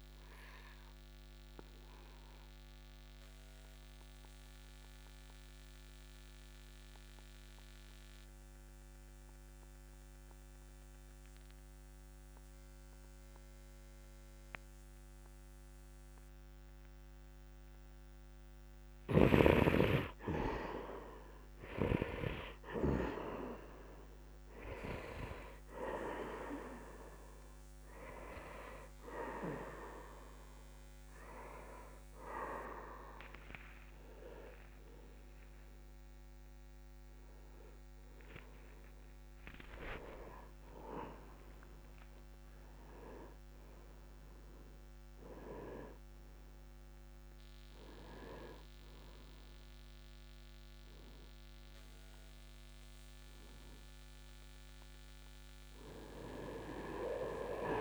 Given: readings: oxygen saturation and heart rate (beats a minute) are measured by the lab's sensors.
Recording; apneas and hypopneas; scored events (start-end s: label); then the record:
a person partly awake in a sleep study, by a microphone on the trachea; 1
0.00-14.00 s: oxygen desaturation (device-marked, oxygen 98% before, 92% lowest, heart rate 68 before, 61 extreme)
2.00-17.50 s: obstructive apnea (oxygen 98% before, 87% lowest, heart rate 67 before, 61 extreme)
22.00-48.00 s: oxygen desaturation (device-marked, oxygen 97% before, 87% lowest, heart rate 66 before, 65 extreme)
30.00-57.81 s: new sleep stage, awake
From the record:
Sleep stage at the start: N2 (light sleep); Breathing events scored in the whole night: 244 in 3.0 hours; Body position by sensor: on the right side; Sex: male